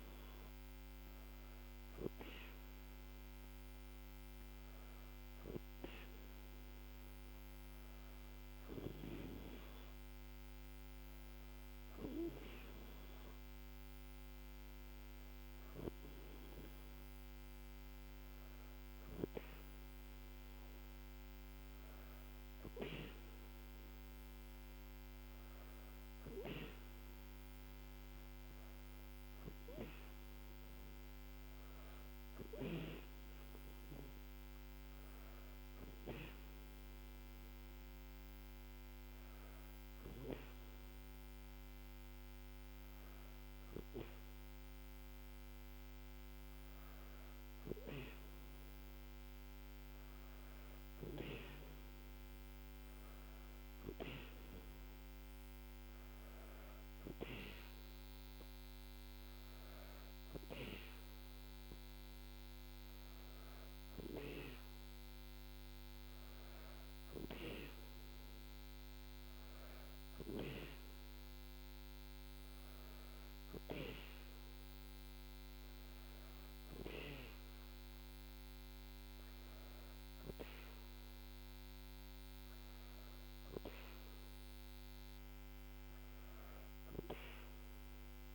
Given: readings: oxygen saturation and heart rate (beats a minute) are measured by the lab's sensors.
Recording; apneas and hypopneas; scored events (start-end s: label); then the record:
breathing in sleep by a microphone on the trachea; none
none scored
From the record:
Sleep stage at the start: N2 (light sleep); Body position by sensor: on the back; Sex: female